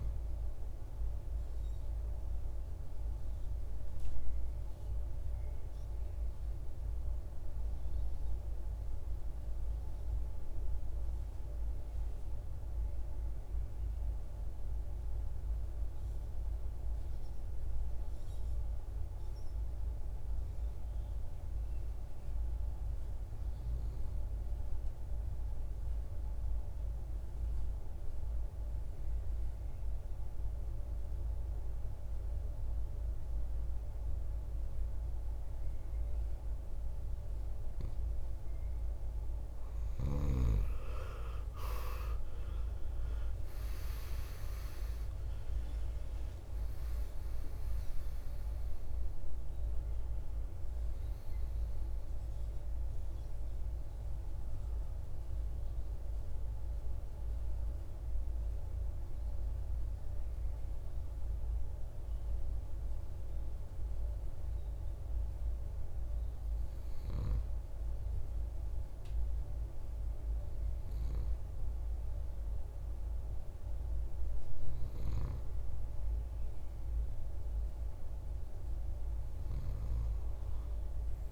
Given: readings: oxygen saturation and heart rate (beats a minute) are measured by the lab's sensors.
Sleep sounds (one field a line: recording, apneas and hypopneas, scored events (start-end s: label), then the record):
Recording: breathing in sleep, hard to hear, by a room microphone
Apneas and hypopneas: 2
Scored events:
0.00-9.00 s: oxygen desaturation (device-marked, oxygen 88% lowest, heart rate 49 extreme)
2.00-36.50 s: mixed apnea (oxygen 97% before, 83% lowest, heart rate 70 before, 49 extreme, up 22 after)
29.00-67.00 s: oxygen desaturation (device-marked, oxygen 98% before, 83% lowest, heart rate 53 before, 55 extreme)
39.50-44.00 s: arousal
54.50-72.00 s: hypopnea (oxygen 97% before, 83% lowest, heart rate 74 before, 55 extreme, up 7 after)
76.50-81.00 s: arousal
From the record:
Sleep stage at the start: REM sleep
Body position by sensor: on the right side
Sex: male